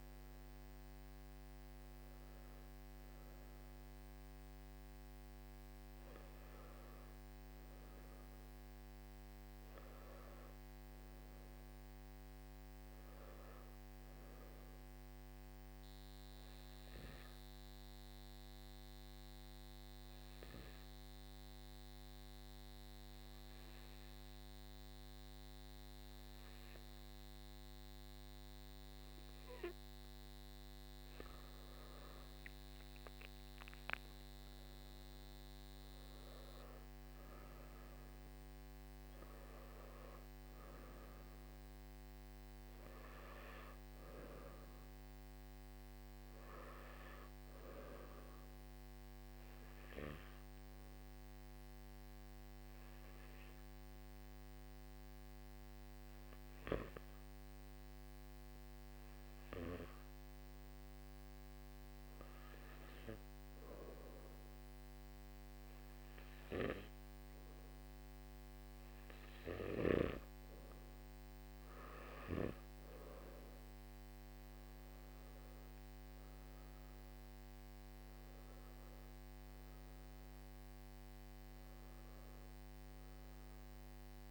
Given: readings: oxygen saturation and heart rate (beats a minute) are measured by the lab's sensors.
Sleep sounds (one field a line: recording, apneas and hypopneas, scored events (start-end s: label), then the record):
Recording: breathing in sleep, hard to hear, by a microphone on the trachea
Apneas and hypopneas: 2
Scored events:
0.00-5.00 s: oxygen desaturation (device-marked, oxygen 97% before, 92% lowest, heart rate 56 before, 55 extreme)
15.50-29.50 s: obstructive apnea (oxygen 96% before, 93% lowest, heart rate 58 before, 55 extreme, up 10 after)
35.00-55.00 s: oxygen desaturation (device-marked, oxygen 98% before, 93% lowest, heart rate 60 before, 54 extreme)
51.00-68.00 s: obstructive apnea (oxygen 98% before, 91% lowest, heart rate 59 before, 54 extreme, up 14 after)
75.00-84.31 s: oxygen desaturation (device-marked, oxygen 97% before, 93% lowest, heart rate 58 before, 53 extreme)
From the record:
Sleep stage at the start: N1 (lightest sleep)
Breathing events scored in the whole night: 231 in 5.2 hours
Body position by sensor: on the back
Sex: male